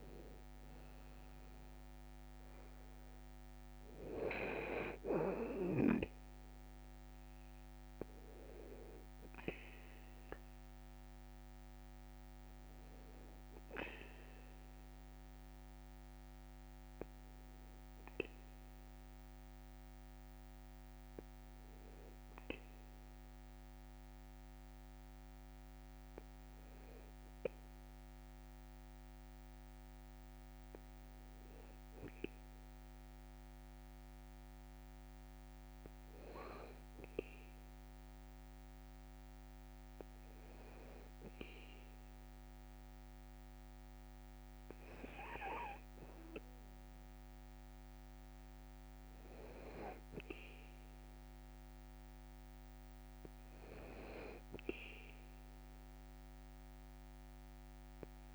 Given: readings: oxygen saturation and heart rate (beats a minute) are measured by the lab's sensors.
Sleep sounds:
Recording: breathing in sleep by a microphone on the trachea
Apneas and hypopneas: 1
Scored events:
0.00-1.50 s: arousal
17.00-48.50 s: hypopnea (oxygen 95% before, 94% lowest, heart rate 58 before, 49 extreme, up 2 after)
52.00-56.50 s: arousal
From the record:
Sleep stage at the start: N2 (light sleep)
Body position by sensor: on the back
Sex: male

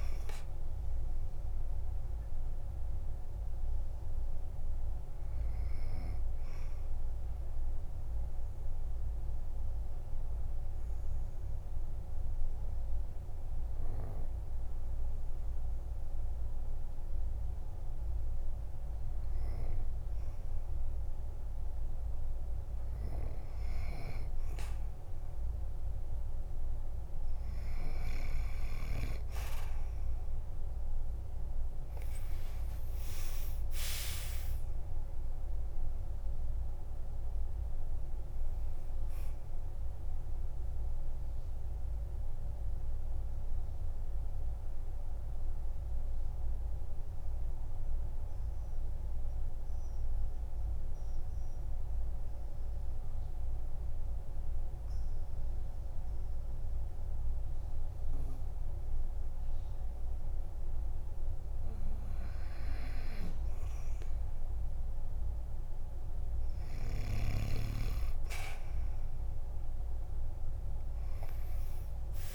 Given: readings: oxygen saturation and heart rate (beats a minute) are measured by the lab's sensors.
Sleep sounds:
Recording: breathing in sleep by a room microphone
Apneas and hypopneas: 2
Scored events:
0.00-1.00 s: oxygen desaturation (device-marked, oxygen 93% lowest, heart rate 48 extreme)
2.00-5.00 s: arousal
7.00-22.50 s: obstructive apnea (oxygen 97% before, 92% lowest, heart rate 61 before, 45 extreme, up 4 after)
29.00-48.00 s: oxygen desaturation (device-marked, oxygen 98% before, 92% lowest, heart rate 50 before, 45 extreme)
31.50-36.50 s: arousal
33.00-35.00 s: long interval between heartbeats (device-marked, heart rate 51 before, 69 extreme)
41.00-62.50 s: mixed apnea (oxygen 98% before, 92% lowest, heart rate 60 before, 45 extreme, up 8 after)
68.50-72.35 s: arousal
From the record:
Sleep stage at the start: N2 (light sleep)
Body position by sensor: on the back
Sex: male

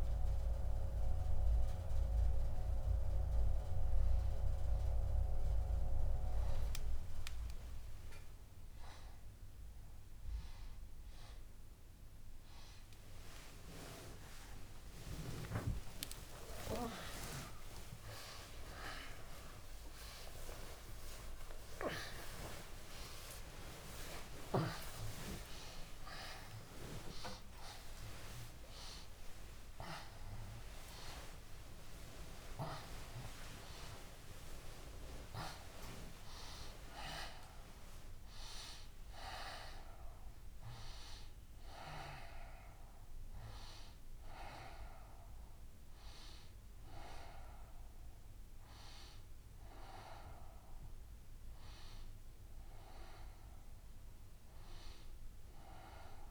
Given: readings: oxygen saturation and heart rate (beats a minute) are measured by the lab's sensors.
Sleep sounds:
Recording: a person awake in a sleep study, by a room microphone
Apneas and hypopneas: none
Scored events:
3.50-5.50 s: long interval between heartbeats (device-marked, heart rate 104 before, 100 extreme)
14.00-16.00 s: long interval between heartbeats (device-marked, heart rate 97 before, 102 extreme)
17.00-19.00 s: long interval between heartbeats (device-marked, heart rate 97 before, 139 extreme)
21.00-23.00 s: long interval between heartbeats (device-marked, heart rate 111 before, 181 extreme)
23.50-25.50 s: long interval between heartbeats (device-marked, heart rate 121 before, 175 extreme)
26.00-28.00 s: long interval between heartbeats (device-marked, heart rate 132 before, 160 extreme)
29.00-31.00 s: long interval between heartbeats (device-marked, heart rate 142 before, 186 extreme)
30.00-56.31 s: new sleep stage, N1 (lightest sleep)
32.00-34.00 s: long interval between heartbeats (device-marked, heart rate 157 before, 165 extreme)
36.00-38.00 s: long interval between heartbeats (device-marked, heart rate 169 before, 115 extreme)
From the record:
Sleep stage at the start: awake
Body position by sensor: on the right side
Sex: female

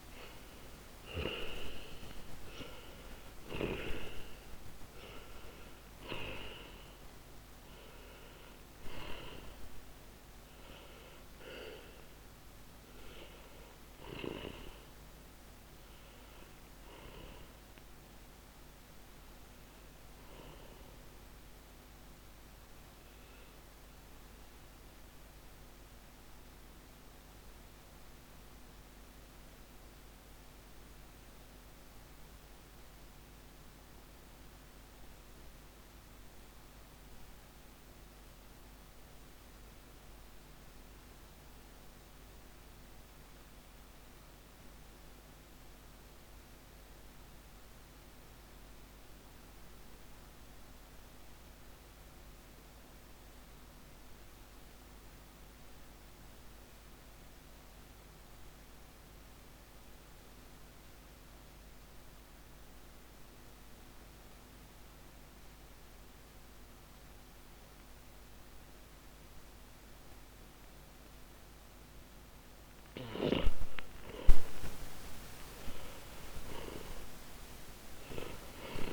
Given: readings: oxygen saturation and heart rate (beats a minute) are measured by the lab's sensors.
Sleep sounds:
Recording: breathing in sleep by a microphone on the trachea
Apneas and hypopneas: 1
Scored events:
0.00-1.50 s: arousal
0.00-46.00 s: oxygen desaturation (device-marked, oxygen 80% lowest, heart rate 46 extreme)
24.00-72.50 s: mixed apnea (oxygen 94% before, 80% lowest, heart rate 136 before, 46 extreme, up 49 after)
68.00-78.93 s: oxygen desaturation (device-marked, oxygen 99% before, 85% lowest, heart rate 71 before, 69 extreme)
73.00-78.00 s: arousal
From the record:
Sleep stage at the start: N2 (light sleep)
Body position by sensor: on the back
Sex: male

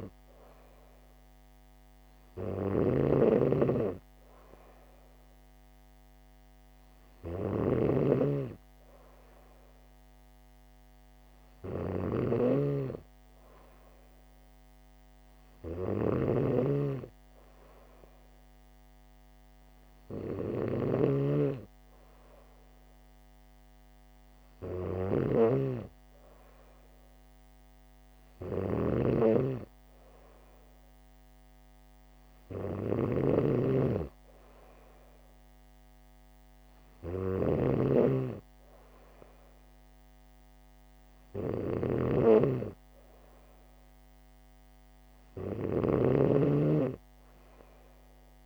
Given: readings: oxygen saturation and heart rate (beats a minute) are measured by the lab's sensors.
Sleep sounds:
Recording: breathing in sleep by a microphone on the trachea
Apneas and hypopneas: none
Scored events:
0.00-48.46 s: snoring (device-marked)
From the record:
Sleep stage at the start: N3 (deep sleep)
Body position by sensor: on the back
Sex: female

